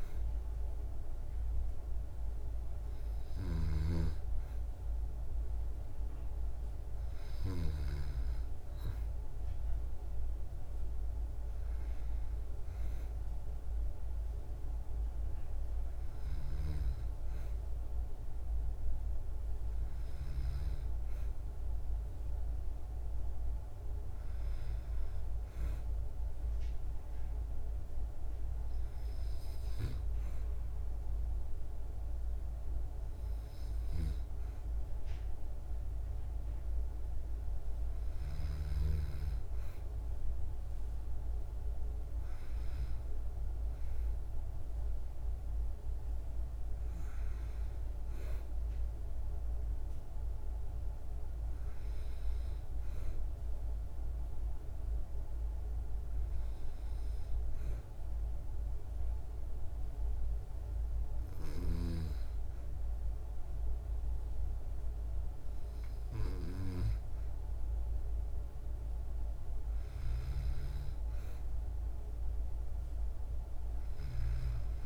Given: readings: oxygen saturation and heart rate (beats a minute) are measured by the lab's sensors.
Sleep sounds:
breathing in sleep, hard to hear, by a room microphone; 1
55.50-67.50 s: hypopnea (oxygen 96% before, 93% lowest, heart rate 62 before, 58 extreme, up 0 after)
69.00-72.50 s: arousal
72.00-74.85 s: oxygen desaturation (device-marked, oxygen 96% before, 93% lowest, heart rate 61 before, 56 extreme)
From the record:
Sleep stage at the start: N2 (light sleep); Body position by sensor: on the back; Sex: female

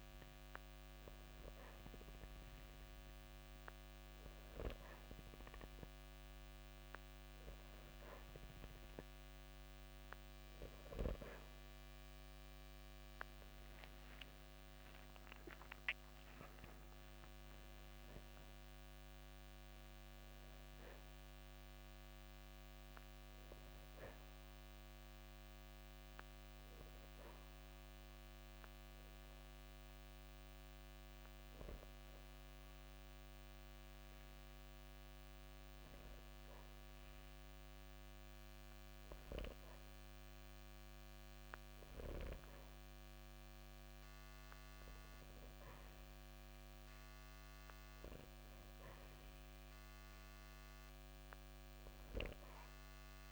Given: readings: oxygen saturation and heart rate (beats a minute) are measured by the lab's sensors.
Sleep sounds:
breathing in sleep, hard to hear, by a microphone on the trachea; 1
15.50-19.50 s: arousal
24.00-35.00 s: obstructive apnea (oxygen 93% before, 91% lowest, heart rate 97 before, 38 extreme, up 17 after)
37.50-40.50 s: arousal
From the record:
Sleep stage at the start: N2 (light sleep); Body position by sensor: on the back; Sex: male

